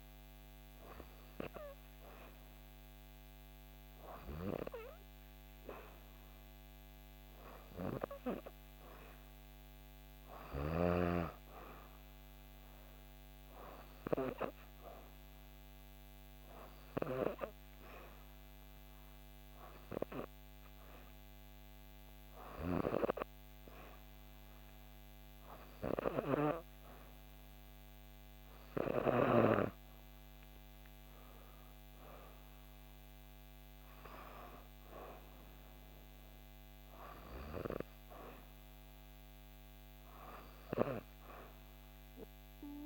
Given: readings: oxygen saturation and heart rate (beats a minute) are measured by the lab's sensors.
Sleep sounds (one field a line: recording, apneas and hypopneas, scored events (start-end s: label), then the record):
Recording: breathing in sleep by a microphone on the trachea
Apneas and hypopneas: 1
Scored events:
15.50-28.50 s: hypopnea (oxygen 95% before, 93% lowest, heart rate 65 before, 64 extreme, up 5 after)
30.00-33.00 s: arousal
From the record:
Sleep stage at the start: N2 (light sleep)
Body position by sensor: on the back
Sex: female